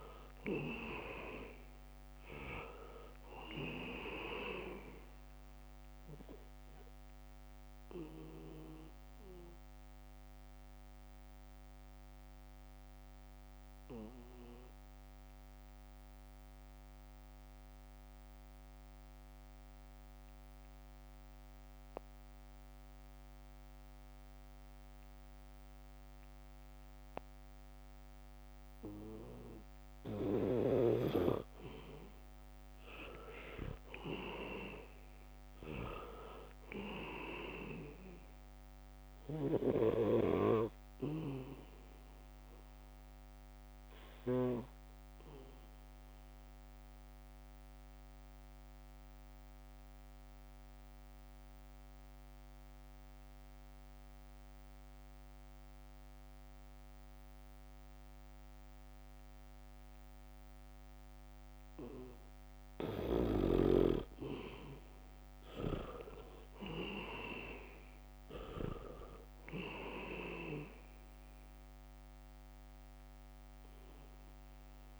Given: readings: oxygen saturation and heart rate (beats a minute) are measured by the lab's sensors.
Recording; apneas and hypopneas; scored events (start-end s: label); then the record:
breathing in sleep by a microphone on the trachea; 2
0.00-3.00 s: arousal
0.00-20.50 s: oxygen desaturation (device-marked, oxygen 79% lowest, heart rate 65 extreme)
8.00-30.00 s: obstructive apnea (oxygen 99% before, 79% lowest, heart rate 69 before, 65 extreme, up 1 after)
25.00-29.50 s: leg movement (device-marked)
27.50-56.50 s: oxygen desaturation (device-marked, oxygen 98% before, 80% lowest, heart rate 70 before, 65 extreme)
34.00-38.00 s: arousal
39.50-45.00 s: snoring (device-marked)
43.50-64.50 s: obstructive apnea (oxygen 98% before, 79% lowest, heart rate 67 before, 65 extreme, up 5 after)
58.50-75.00 s: oxygen desaturation (device-marked, oxygen 98% before, 80% lowest, heart rate 70 before, 65 extreme)
68.00-72.00 s: arousal
From the record:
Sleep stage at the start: N2 (light sleep); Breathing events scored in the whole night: 390 in 4.1 hours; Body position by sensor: on the back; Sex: male